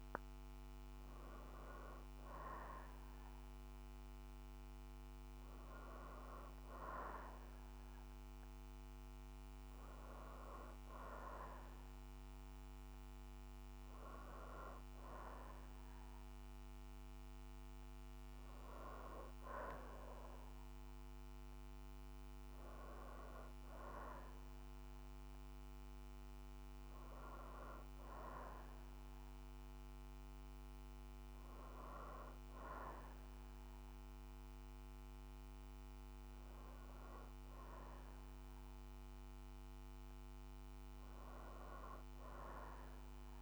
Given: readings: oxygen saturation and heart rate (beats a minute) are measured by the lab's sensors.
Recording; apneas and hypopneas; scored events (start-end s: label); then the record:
breathing in sleep by a microphone on the trachea; none
none scored
From the record:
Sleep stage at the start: N2 (light sleep); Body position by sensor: on the back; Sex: female